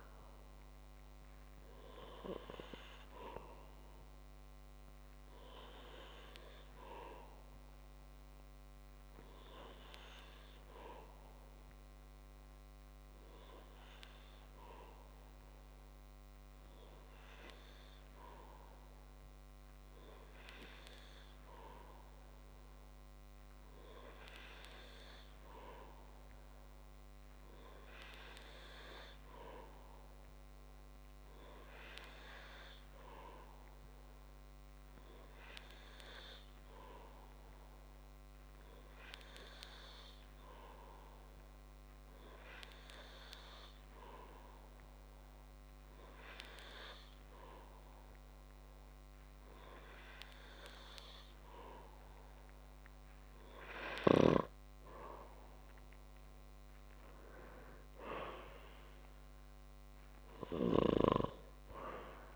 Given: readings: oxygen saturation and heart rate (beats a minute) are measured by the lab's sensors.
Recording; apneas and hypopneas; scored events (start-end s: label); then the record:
breathing in sleep by a microphone on the trachea; none
none scored
From the record:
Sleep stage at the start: N3 (deep sleep); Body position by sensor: on the back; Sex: male